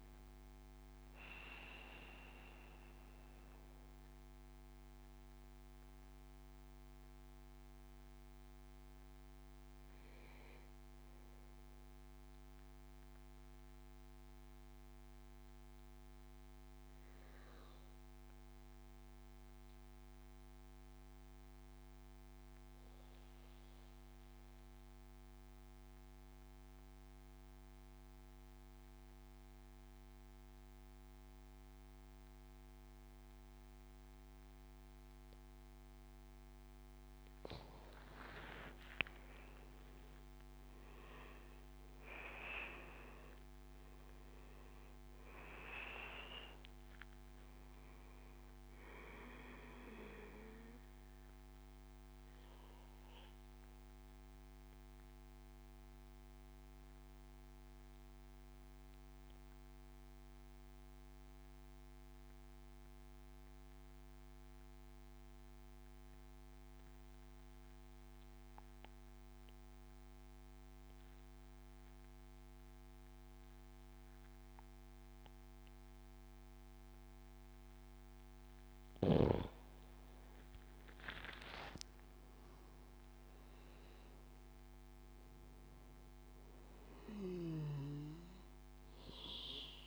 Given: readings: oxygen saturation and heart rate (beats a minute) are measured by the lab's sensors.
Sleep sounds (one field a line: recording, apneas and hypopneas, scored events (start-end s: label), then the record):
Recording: breathing in sleep by a microphone on the trachea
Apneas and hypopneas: 2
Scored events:
0.00-14.50 s: oxygen desaturation (device-marked, oxygen 87% lowest, heart rate 61 extreme)
3.00-37.50 s: mixed apnea (oxygen 99% before, 87% lowest, heart rate 81 before, 61 extreme, up 13 after)
35.50-58.50 s: oxygen desaturation (device-marked, oxygen 98% before, 90% lowest, heart rate 74 before, 63 extreme)
40.50-44.50 s: arousal
51.50-77.50 s: mixed apnea (oxygen 99% before, 91% lowest, heart rate 79 before, 63 extreme, up 12 after)
79.50-83.50 s: arousal
79.50-89.87 s: oxygen desaturation (device-marked, oxygen 98% before, 93% lowest, heart rate 72 before, 63 extreme)
From the record:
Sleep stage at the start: N2 (light sleep)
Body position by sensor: on the back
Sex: male